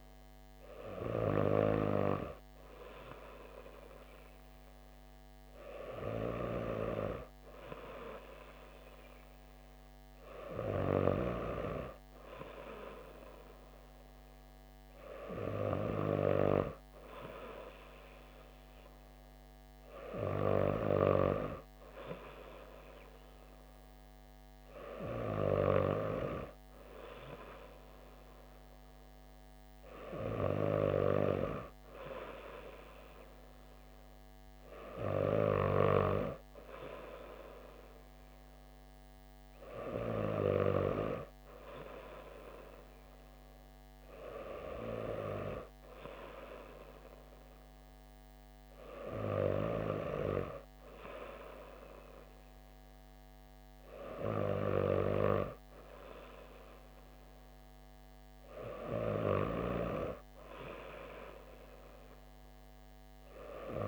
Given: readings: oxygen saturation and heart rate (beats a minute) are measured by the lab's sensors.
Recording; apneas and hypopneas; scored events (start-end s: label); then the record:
breathing in sleep by a microphone on the trachea; none
none scored
From the record:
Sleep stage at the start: N2 (light sleep); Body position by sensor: on the back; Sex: female